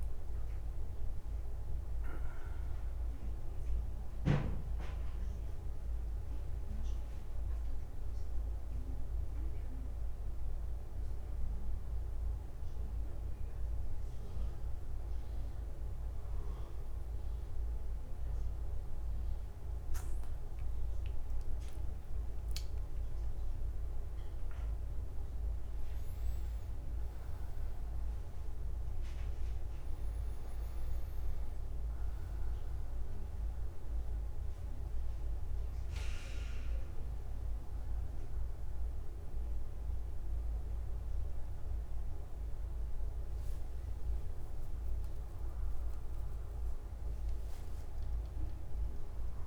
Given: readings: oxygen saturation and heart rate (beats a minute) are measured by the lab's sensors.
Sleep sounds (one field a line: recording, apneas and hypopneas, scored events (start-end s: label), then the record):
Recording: breathing in sleep, hard to hear, by a room microphone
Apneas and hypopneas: none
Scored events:
0.00-2.50 s: oxygen desaturation (device-marked, oxygen 94% lowest)
33.50-49.47 s: oxygen desaturation (device-marked, oxygen 97% before, 94% lowest, heart rate 129 before, 91 extreme)
From the record:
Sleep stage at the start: N1 (lightest sleep)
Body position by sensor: on the back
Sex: male